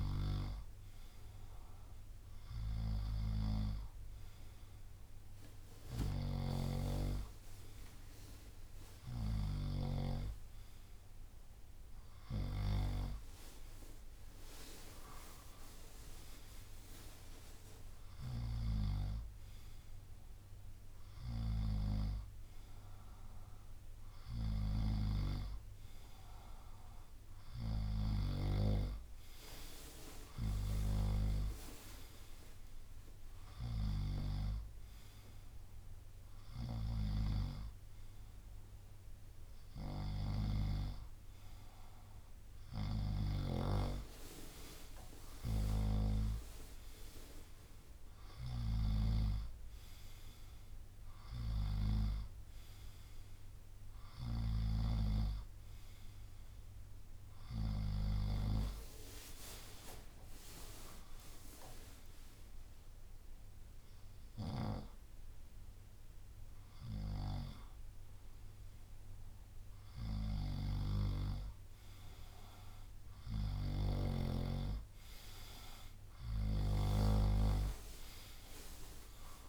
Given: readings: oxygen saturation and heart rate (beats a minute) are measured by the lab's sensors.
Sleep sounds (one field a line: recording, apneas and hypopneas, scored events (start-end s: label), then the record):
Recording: breathing in sleep by a room microphone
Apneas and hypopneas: none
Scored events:
6.00-10.00 s: snoring (device-marked)
43.00-54.50 s: snoring (device-marked)
61.00-69.00 s: drop in pulse transit time (device-marked, heart rate 69 before, 71 extreme)
74.50-76.50 s: long interval between heartbeats (device-marked, heart rate 69 before, 67 extreme)
76.50-78.50 s: long interval between heartbeats (device-marked, heart rate 70 before, 72 extreme)
77.00-79.49 s: drop in pulse transit time (device-marked, heart rate 70 before, 72 extreme)
From the record:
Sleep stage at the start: N2 (light sleep)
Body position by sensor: on the front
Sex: male